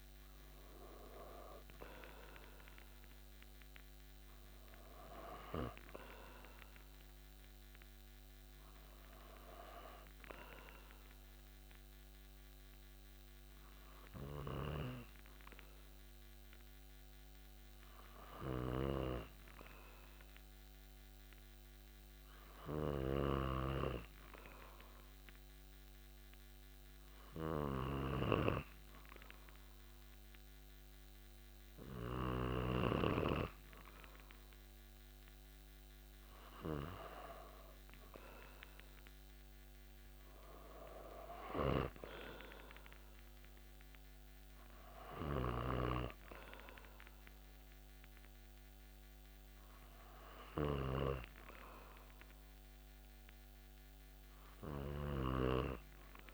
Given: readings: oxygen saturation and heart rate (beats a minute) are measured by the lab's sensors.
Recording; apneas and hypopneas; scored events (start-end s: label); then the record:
breathing in sleep by a microphone on the trachea; 1
11.00-34.50 s: hypopnea (oxygen 96% before, 93% lowest)
28.00-33.00 s: snoring (device-marked)
38.00-41.00 s: arousal
45.50-56.34 s: snoring (device-marked)
From the record:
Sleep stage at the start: N2 (light sleep); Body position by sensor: on the back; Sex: male